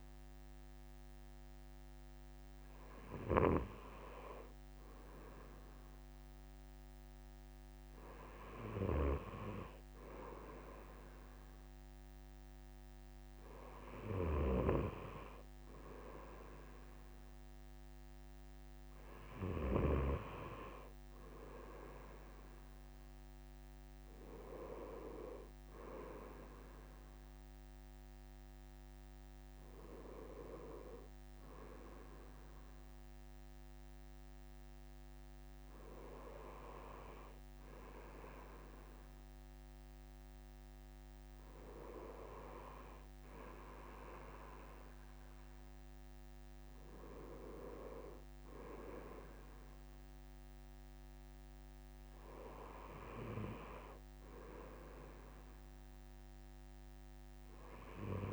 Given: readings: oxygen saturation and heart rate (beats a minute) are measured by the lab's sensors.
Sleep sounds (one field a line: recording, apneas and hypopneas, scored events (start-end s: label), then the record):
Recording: breathing in sleep by a microphone on the trachea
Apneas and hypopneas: none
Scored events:
none scored
From the record:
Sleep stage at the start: N2 (light sleep)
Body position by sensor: on the right side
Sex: male